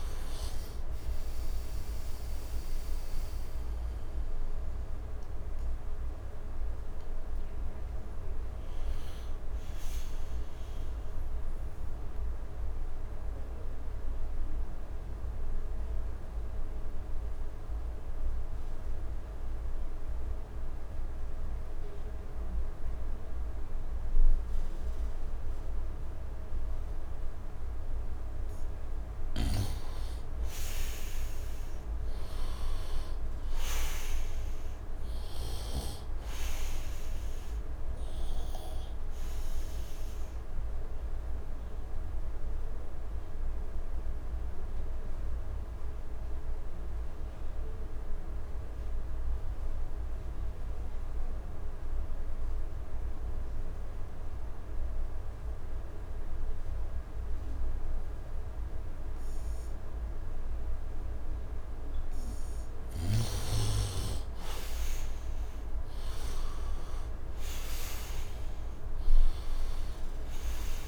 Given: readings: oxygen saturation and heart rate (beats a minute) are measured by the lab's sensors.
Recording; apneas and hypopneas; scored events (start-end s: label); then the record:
breathing in sleep, hard to hear, by a room microphone; 2
0.00-24.50 s: oxygen desaturation (device-marked, oxygen 81% lowest, heart rate 71 extreme)
11.50-27.50 s: obstructive apnea (oxygen 96% before, 77% lowest, heart rate 81 before, 71 extreme, up 8 after)
29.50-33.00 s: arousal
35.50-49.50 s: oxygen desaturation (device-marked, oxygen 100% before, 87% lowest, heart rate 75 before, 71 extreme)
40.00-62.50 s: obstructive apnea (oxygen 100% before, 77% lowest, heart rate 77 before, 71 extreme, up 7 after)
61.50-70.88 s: oxygen desaturation (device-marked, oxygen 98% before, 77% lowest, heart rate 75 before, 76 extreme)
63.50-67.50 s: arousal
From the record:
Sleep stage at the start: N2 (light sleep); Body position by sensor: on the right side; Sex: male